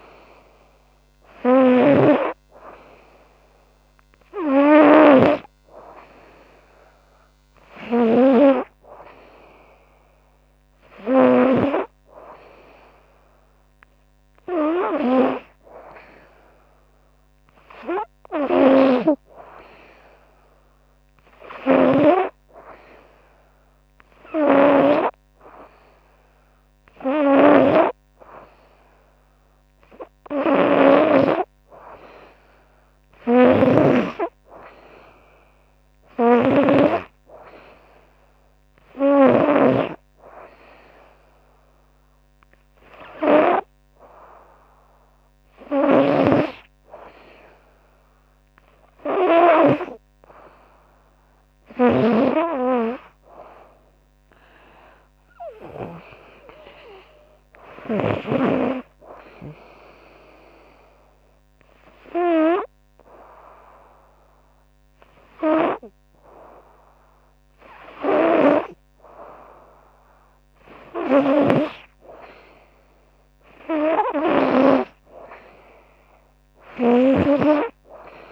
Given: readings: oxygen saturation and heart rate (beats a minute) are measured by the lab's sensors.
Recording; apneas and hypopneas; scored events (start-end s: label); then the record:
breathing in sleep by a microphone on the trachea; none
0.00-5.00 s: snoring (device-marked)
21.00-33.50 s: snoring (device-marked)
35.50-39.00 s: snoring (device-marked)
45.50-49.50 s: snoring (device-marked)
51.50-55.50 s: arousal
76.50-78.32 s: snoring (device-marked)
From the record:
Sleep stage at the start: N2 (light sleep); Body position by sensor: on the right side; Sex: female